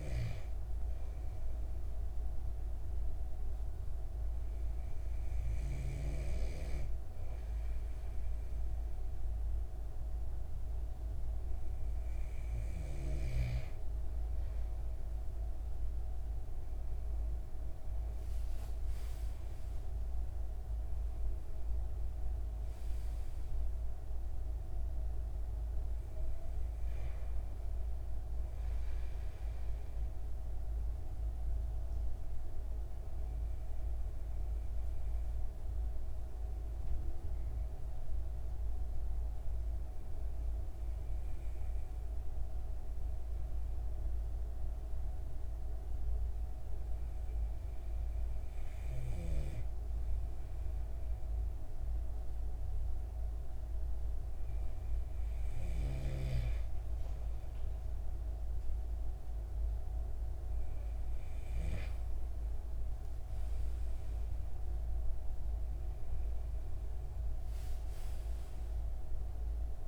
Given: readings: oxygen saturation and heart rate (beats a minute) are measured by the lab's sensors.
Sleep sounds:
breathing in sleep by a room microphone; 1
0.00-2.00 s: arousal
32.00-55.00 s: obstructive apnea (oxygen 95% before, 94% lowest)
58.00-69.88 s: new sleep stage, awake
From the record:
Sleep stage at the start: N2 (light sleep); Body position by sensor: on the back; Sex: male

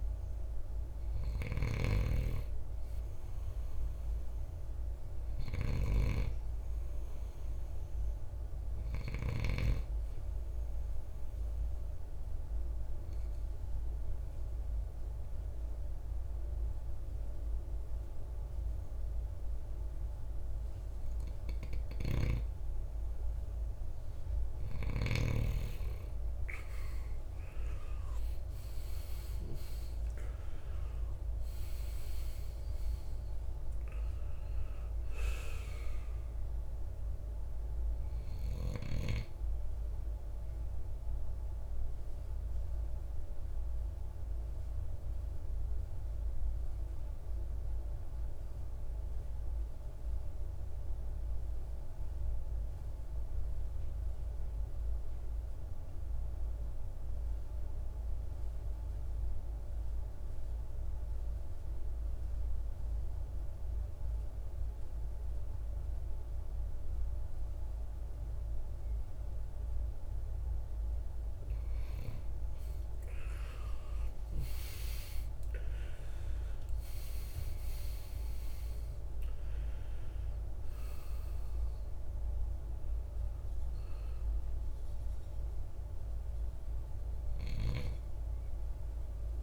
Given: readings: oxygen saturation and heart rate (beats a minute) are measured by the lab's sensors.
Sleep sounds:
breathing in sleep by a room microphone; 2
0.00-5.00 s: snoring (device-marked)
5.00-20.00 s: oxygen desaturation (device-marked, oxygen 99% before, 93% lowest, heart rate 58 before, 52 extreme)
10.00-21.00 s: obstructive apnea (oxygen 99% before, 91% lowest, heart rate 60 before, 52 extreme, up 10 after)
25.00-30.00 s: arousal
35.00-51.00 s: oxygen desaturation (device-marked, oxygen 95% before, 91% lowest, heart rate 68 before, 52 extreme)
47.00-70.50 s: obstructive apnea (oxygen 95% before, 87% lowest, heart rate 64 before, 53 extreme, up 24 after)
70.00-89.42 s: oxygen desaturation (device-marked, oxygen 98% before, 87% lowest, heart rate 58 before, 52 extreme)
73.50-77.00 s: arousal
From the record:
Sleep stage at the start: N2 (light sleep); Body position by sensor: on the right side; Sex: male

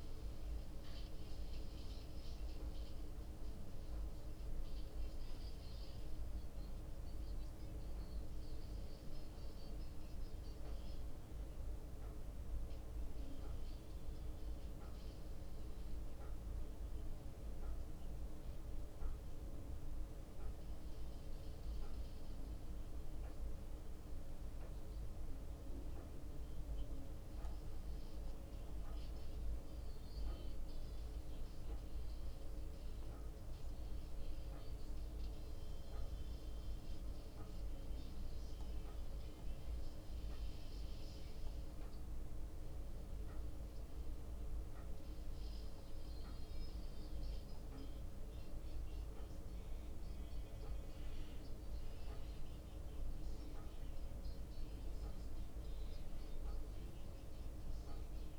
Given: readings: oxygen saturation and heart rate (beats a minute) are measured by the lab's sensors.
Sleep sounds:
a person awake in a sleep study, hard to hear, by a room microphone; none
none scored
From the record:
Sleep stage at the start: awake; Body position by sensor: on the back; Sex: male

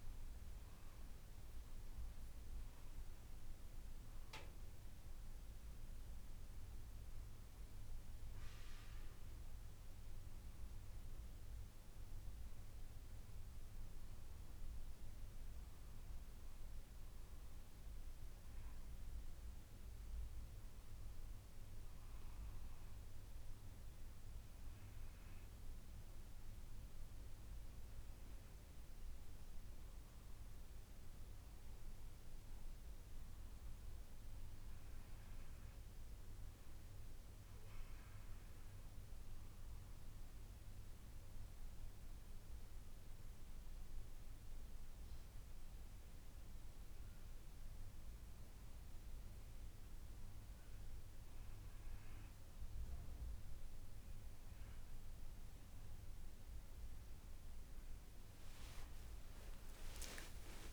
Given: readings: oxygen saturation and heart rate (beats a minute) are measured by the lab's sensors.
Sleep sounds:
breathing in sleep, hard to hear, by a room microphone; none
none scored
From the record:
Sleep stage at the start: N1 (lightest sleep); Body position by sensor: on the back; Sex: female

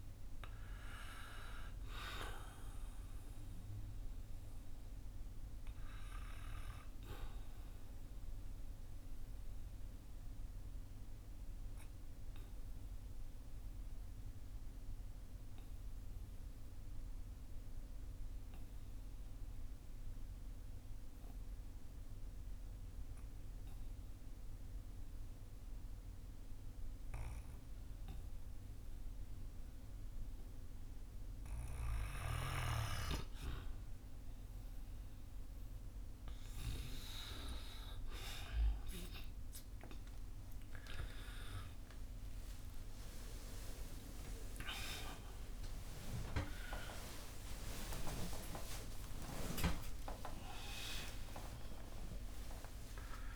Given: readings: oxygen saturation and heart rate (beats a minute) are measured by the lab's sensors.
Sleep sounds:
breathing in sleep by a room microphone; 1
0.00-23.00 s: oxygen desaturation (device-marked, oxygen 89% lowest, heart rate 47 extreme)
7.00-37.00 s: obstructive apnea (oxygen 97% before, 89% lowest, heart rate 58 before, 47 extreme, up 10 after)
39.00-53.36 s: oxygen desaturation (device-marked, oxygen 97% before, 91% lowest, heart rate 52 before, 53 extreme)
45.50-50.50 s: arousal
From the record:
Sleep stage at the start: N2 (light sleep); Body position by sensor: on the back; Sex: male

